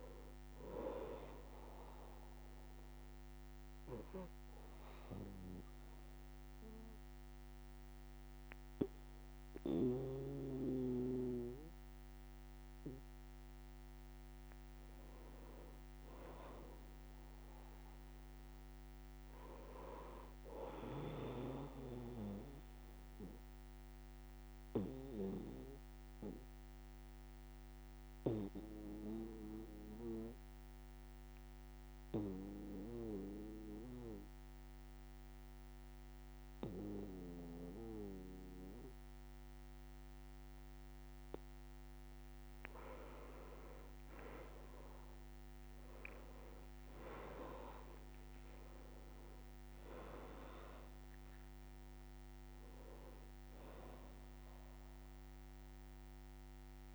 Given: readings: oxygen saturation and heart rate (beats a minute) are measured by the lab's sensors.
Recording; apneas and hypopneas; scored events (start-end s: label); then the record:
breathing in sleep by a microphone on the trachea; 2
0.00-13.00 s: oxygen desaturation (device-marked, oxygen 93% lowest, heart rate 60 extreme)
3.00-13.50 s: obstructive apnea (oxygen 98% before, 91% lowest, heart rate 61 before, 60 extreme, up 3 after)
15.50-19.00 s: arousal
23.00-41.50 s: obstructive apnea (oxygen 98% before, 91% lowest, heart rate 62 before, 61 extreme, up 23 after)
44.00-56.95 s: oxygen desaturation (device-marked, oxygen 97% before, 91% lowest, heart rate 62 before, 62 extreme)
46.50-48.50 s: long interval between heartbeats (device-marked, heart rate 62 before, 78 extreme)
52.50-54.50 s: long interval between heartbeats (device-marked, heart rate 68 before, 74 extreme)
From the record:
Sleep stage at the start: N2 (light sleep); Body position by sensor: on the back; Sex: male